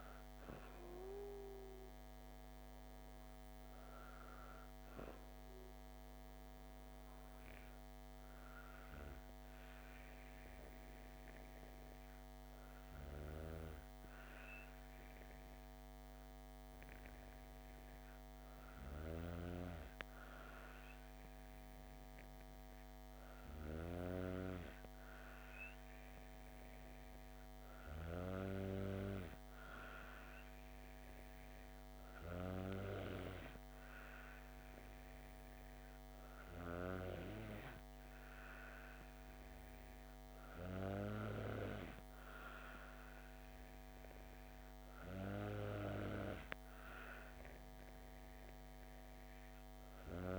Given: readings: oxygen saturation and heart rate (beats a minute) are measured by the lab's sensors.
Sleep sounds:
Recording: breathing in sleep by a microphone on the trachea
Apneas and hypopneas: 1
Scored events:
8.00-24.00 s: hypopnea (oxygen 95% before, 94% lowest, heart rate 62 before, 60 extreme, up 4 after)
25.50-28.50 s: arousal
From the record:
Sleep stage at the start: N2 (light sleep)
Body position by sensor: on the back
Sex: female

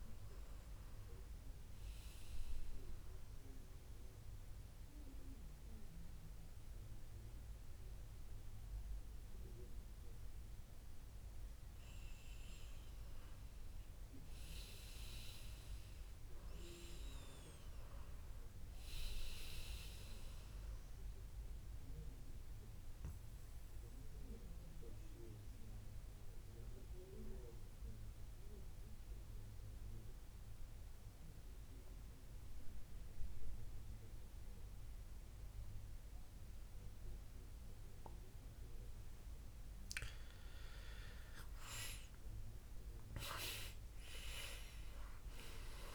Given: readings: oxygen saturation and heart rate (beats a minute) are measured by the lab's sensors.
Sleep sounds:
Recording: breathing in sleep by a room microphone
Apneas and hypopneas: 2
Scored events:
3.00-13.00 s: central apnea (oxygen 97% before, 90% lowest, heart rate 79 before, 72 extreme, up 18 after)
14.50-17.00 s: arousal
21.00-41.50 s: obstructive apnea (oxygen 97% before, 90% lowest, heart rate 76 before, 72 extreme, up 10 after)
41.00-45.95 s: oxygen desaturation (device-marked, oxygen 97% before, 90% lowest, heart rate 76 before, 71 extreme)
43.50-45.95 s: arousal
From the record:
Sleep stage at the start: N2 (light sleep)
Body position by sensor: on the back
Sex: male

